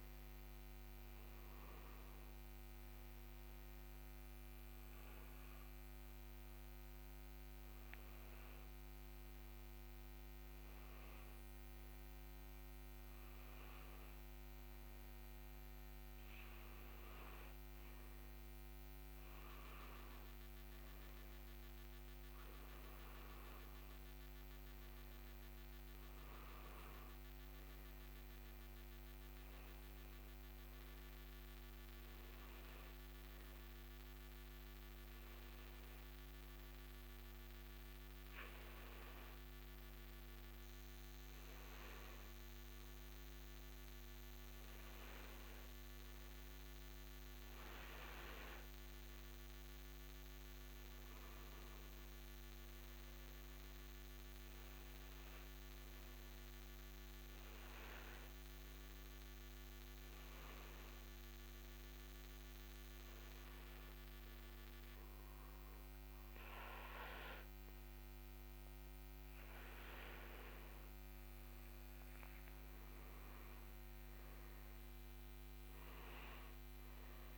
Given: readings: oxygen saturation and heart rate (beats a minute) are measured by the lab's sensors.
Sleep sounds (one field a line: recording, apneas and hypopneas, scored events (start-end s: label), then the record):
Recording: breathing in sleep, hard to hear, by a microphone on the trachea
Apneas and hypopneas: none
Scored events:
74.50-77.00 s: arousal
From the record:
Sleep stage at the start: N2 (light sleep)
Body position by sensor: on the front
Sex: male